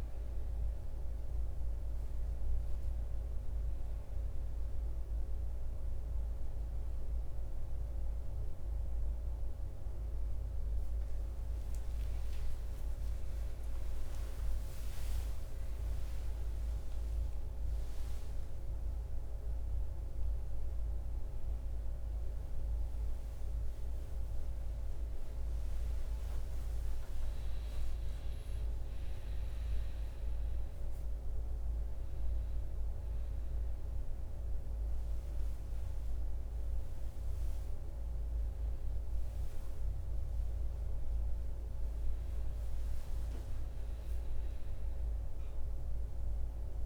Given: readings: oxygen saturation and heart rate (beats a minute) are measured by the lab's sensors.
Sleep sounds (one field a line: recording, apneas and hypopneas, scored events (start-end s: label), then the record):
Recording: a person awake in a sleep study, hard to hear, by a room microphone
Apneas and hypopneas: none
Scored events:
4.00-34.00 s: new sleep stage, awake
34.00-46.86 s: new sleep stage, N1 (lightest sleep)
36.00-46.86 s: oxygen desaturation (device-marked, oxygen 95% before, 91% lowest, heart rate 97 before, 58 extreme)
From the record:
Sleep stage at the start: N1 (lightest sleep)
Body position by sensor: on the back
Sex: male